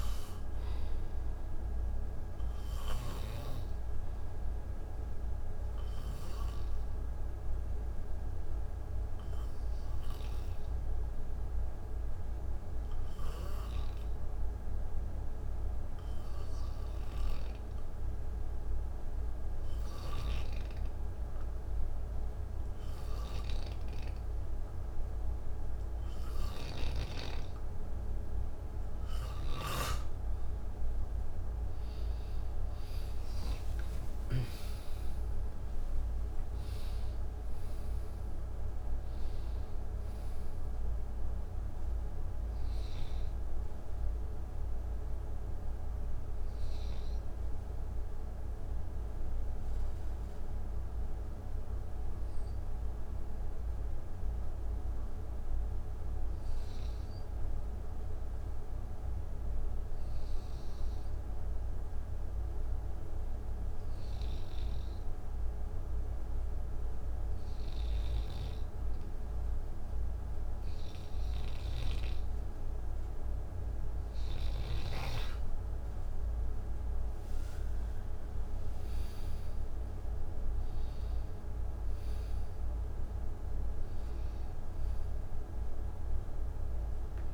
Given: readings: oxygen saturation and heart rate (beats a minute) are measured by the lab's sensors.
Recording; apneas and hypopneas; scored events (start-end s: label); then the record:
breathing in sleep, hard to hear, by a room microphone; 2
0.50-4.50 s: arousal
7.50-27.00 s: hypopnea (oxygen 93% before, 89% lowest, heart rate 61 before, 49 extreme, up 29 after)
29.00-32.50 s: snoring (device-marked)
30.00-46.00 s: oxygen desaturation (device-marked, oxygen 94% before, 89% lowest, heart rate 58 before, 49 extreme)
30.50-36.00 s: arousal
50.50-72.50 s: hypopnea (oxygen 94% before, 90% lowest, heart rate 69 before, 52 extreme, up 40 after)
75.50-80.50 s: arousal
76.00-87.34 s: oxygen desaturation (device-marked, oxygen 98% before, 92% lowest, heart rate 58 before, 52 extreme)
From the record:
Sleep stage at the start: N2 (light sleep); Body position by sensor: on the right side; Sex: male